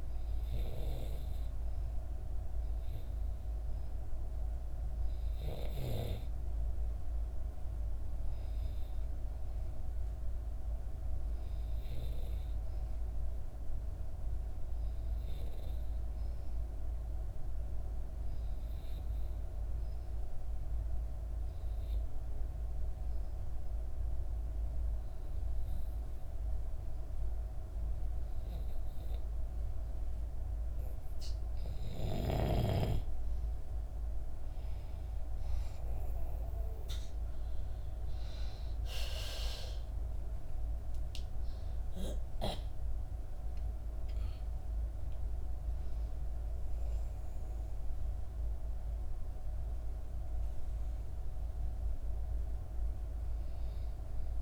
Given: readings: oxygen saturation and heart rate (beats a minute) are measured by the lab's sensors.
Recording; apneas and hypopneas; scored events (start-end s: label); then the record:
breathing in sleep by a room microphone; 1
0.00-4.50 s: oxygen desaturation (device-marked, oxygen 91% lowest, heart rate 59 extreme)
6.50-10.50 s: arousal
17.00-29.50 s: obstructive apnea (oxygen 95% before, 89% lowest, heart rate 61 before, 60 extreme, up 4 after)
34.00-39.00 s: arousal
36.50-54.42 s: oxygen desaturation (device-marked, oxygen 95% before, 89% lowest, heart rate 60 before, 59 extreme)
From the record:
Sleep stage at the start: N2 (light sleep); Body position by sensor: on the back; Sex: female